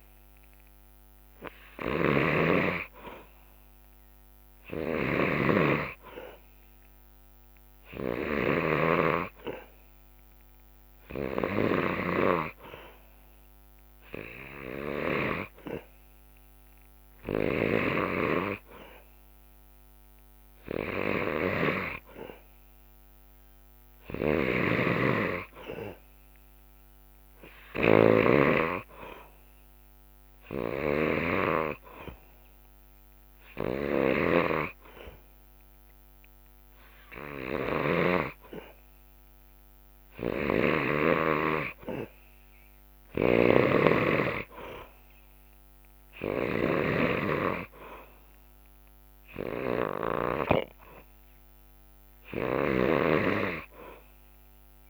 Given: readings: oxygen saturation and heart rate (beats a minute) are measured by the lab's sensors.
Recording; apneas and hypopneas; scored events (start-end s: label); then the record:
breathing in sleep by a microphone on the trachea; none
0.00-15.00 s: snoring (device-marked)
17.00-50.00 s: snoring (device-marked)
33.00-43.00 s: drop in pulse transit time (device-marked, heart rate 66 before, 65 extreme)
52.00-54.90 s: snoring (device-marked)
From the record:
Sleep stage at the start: N2 (light sleep); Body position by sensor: on the back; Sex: male